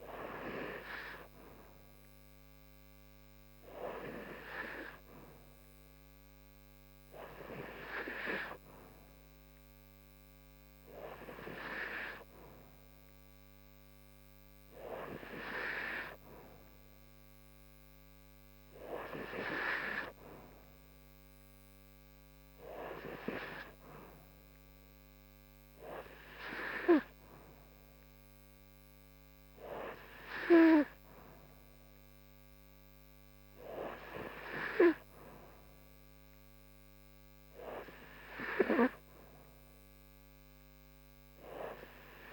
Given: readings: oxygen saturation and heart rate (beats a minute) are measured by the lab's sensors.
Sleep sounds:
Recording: breathing in sleep by a microphone on the trachea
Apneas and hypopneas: none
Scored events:
none scored
From the record:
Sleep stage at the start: N2 (light sleep)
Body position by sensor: on the right side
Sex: female

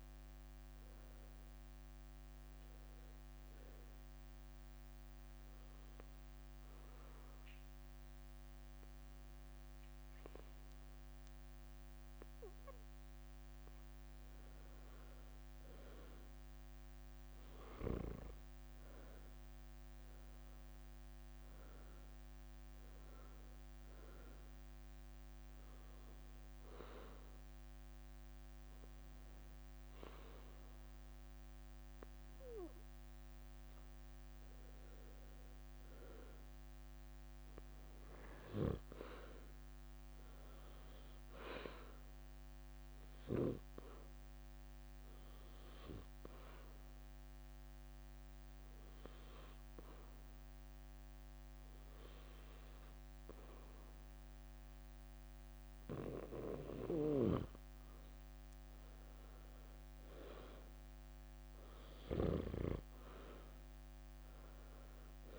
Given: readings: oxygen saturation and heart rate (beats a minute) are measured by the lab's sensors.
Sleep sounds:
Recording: breathing in sleep by a microphone on the trachea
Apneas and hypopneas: 3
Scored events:
0.00-5.50 s: leg movement (device-marked)
4.50-15.00 s: obstructive apnea (oxygen 97% before, 89% lowest, heart rate 73 before, 67 extreme, up 9 after)
6.00-12.00 s: leg movement (device-marked)
15.00-65.39 s: new sleep stage, N2 (light sleep)
16.00-20.50 s: arousal
23.00-40.00 s: oxygen desaturation (device-marked, oxygen 95% before, 91% lowest, heart rate 71 before, 68 extreme)
26.00-36.00 s: obstructive apnea (oxygen 97% before, 89% lowest, heart rate 71 before, 68 extreme, up 6 after)
38.00-40.00 s: arousal
43.00-53.50 s: obstructive apnea (oxygen 95% before, 89% lowest, heart rate 72 before, 65 extreme, up 4 after)
58.00-61.50 s: arousal
62.00-65.39 s: oxygen desaturation (device-marked, oxygen 94% before, 89% lowest, heart rate 71 before, 65 extreme)
From the record:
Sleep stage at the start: N1 (lightest sleep)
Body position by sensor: on the back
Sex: female

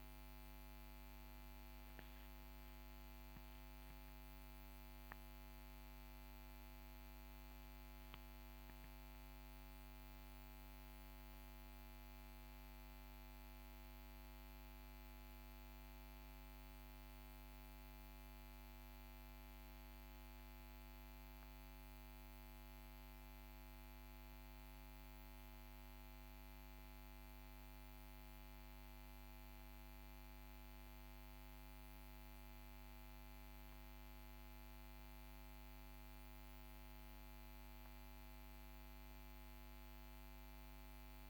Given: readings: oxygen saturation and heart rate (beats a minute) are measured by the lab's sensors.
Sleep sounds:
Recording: breathing in sleep, hard to hear, by a microphone on the trachea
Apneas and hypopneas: none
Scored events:
none scored
From the record:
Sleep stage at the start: N1 (lightest sleep)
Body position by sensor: on the back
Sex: male

